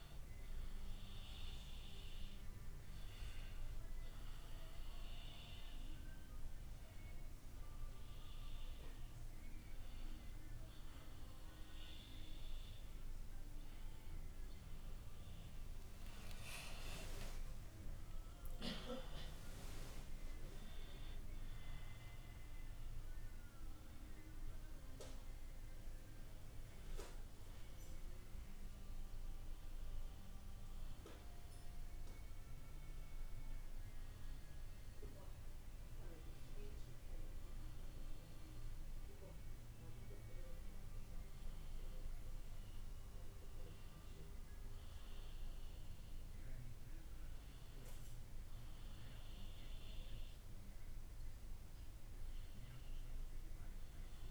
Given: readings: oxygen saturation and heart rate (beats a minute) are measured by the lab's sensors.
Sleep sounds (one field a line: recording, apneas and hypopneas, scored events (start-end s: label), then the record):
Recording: a person awake in a sleep study, by a room microphone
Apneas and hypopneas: none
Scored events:
none scored
From the record:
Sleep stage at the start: awake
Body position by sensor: on the back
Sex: female